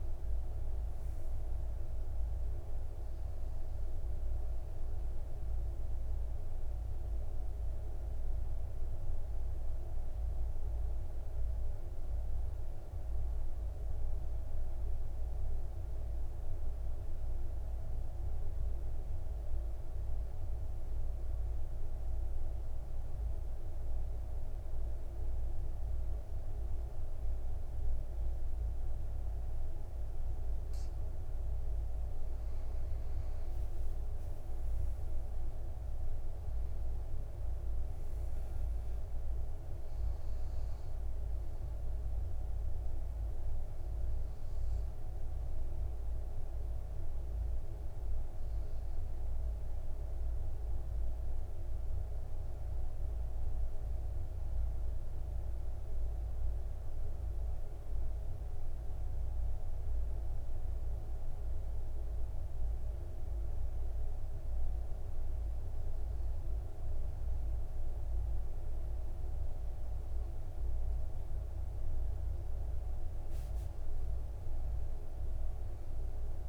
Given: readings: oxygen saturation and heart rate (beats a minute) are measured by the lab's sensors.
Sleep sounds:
breathing in sleep, hard to hear, by a room microphone; 2
2.00-18.00 s: oxygen desaturation (device-marked, oxygen 98% before, 92% lowest, heart rate 62 before, 51 extreme)
9.00-31.50 s: obstructive apnea (oxygen 98% before, 89% lowest, heart rate 67 before, 53 extreme, up 11 after)
31.00-58.00 s: oxygen desaturation (device-marked, oxygen 99% before, 89% lowest, heart rate 56 before, 51 extreme)
33.00-37.00 s: arousal
56.50-71.00 s: obstructive apnea (oxygen 98% before, 92% lowest, heart rate 62 before, 51 extreme, up 11 after)
73.00-76.48 s: oxygen desaturation (device-marked, oxygen 99% before, 95% lowest, heart rate 57 before, 53 extreme)
73.50-76.48 s: arousal
From the record:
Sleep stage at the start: N2 (light sleep); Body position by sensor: on the back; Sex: male

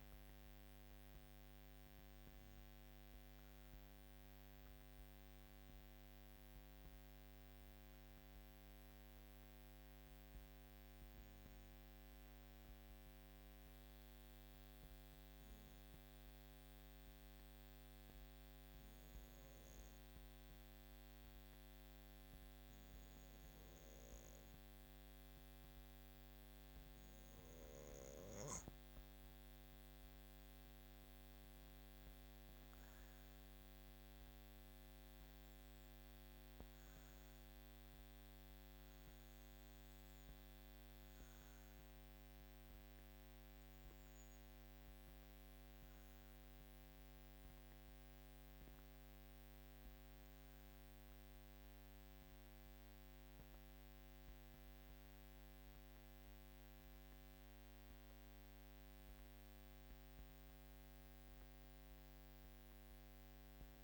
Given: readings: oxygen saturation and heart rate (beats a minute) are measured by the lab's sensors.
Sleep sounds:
breathing in sleep, hard to hear, by a microphone on the trachea; 1
15.00-28.50 s: hypopnea (oxygen 96% before, 93% lowest, heart rate 52 before, 48 extreme, up 4 after)
30.00-34.50 s: arousal
From the record:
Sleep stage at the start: N2 (light sleep); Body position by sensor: on the back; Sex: female

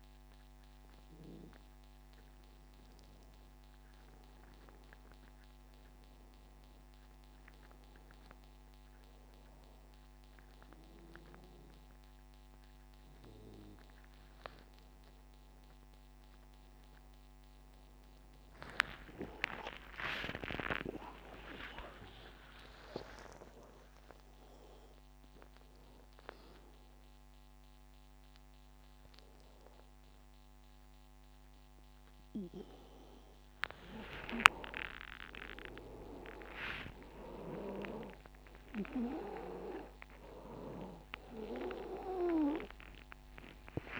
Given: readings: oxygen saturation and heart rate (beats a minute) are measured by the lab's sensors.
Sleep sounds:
a person awake in a sleep study, by a microphone on the trachea; none
none scored
From the record:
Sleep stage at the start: awake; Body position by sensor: on the back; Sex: male

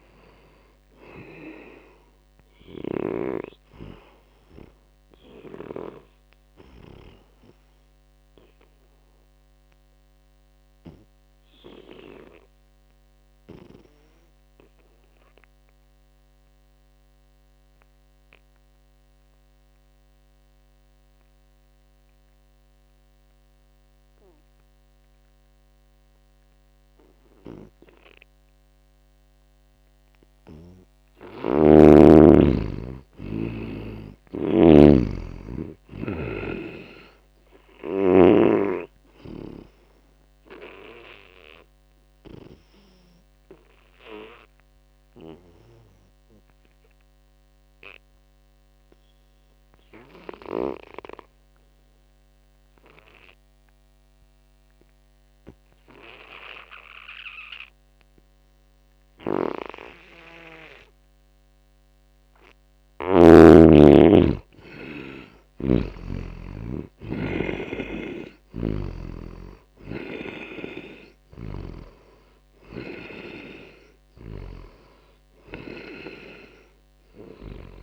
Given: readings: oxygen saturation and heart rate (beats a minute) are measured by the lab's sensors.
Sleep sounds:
breathing in sleep by a microphone on the trachea; 2
0.00-3.00 s: snoring (device-marked)
0.00-17.00 s: oxygen desaturation (device-marked, oxygen 80% lowest)
4.50-31.00 s: mixed apnea (oxygen 97% before, 79% lowest)
26.00-28.00 s: long interval between heartbeats (device-marked)
29.00-52.00 s: oxygen desaturation (device-marked, oxygen 98% before, 83% lowest)
31.00-38.50 s: snoring (device-marked)
32.50-36.00 s: arousal
39.50-62.00 s: obstructive apnea (oxygen 99% before, 79% lowest)
54.00-77.83 s: oxygen desaturation (device-marked, oxygen 97% before, 79% lowest)
64.00-67.00 s: arousal
65.50-77.83 s: snoring (device-marked)
From the record:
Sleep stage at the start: N2 (light sleep); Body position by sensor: on the back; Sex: male

